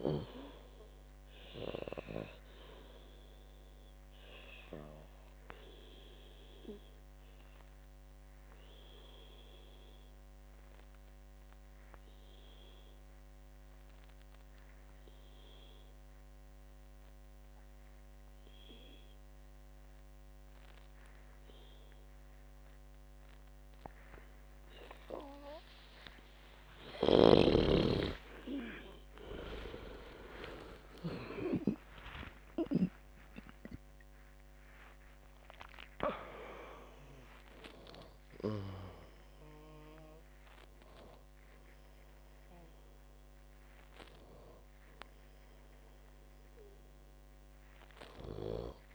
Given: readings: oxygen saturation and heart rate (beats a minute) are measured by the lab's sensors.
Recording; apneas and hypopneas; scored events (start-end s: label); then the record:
breathing in sleep by a microphone on the trachea; 1
0.00-1.00 s: arousal
4.00-26.50 s: obstructive apnea (oxygen 98% before, 90% lowest, heart rate 58 before, 56 extreme)
27.50-32.00 s: snoring (device-marked)
27.50-48.95 s: oxygen desaturation (device-marked, oxygen 97% before, 90% lowest, heart rate 62 before, 58 extreme)
28.50-34.50 s: arousal
From the record:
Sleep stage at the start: N2 (light sleep); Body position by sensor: on the back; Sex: female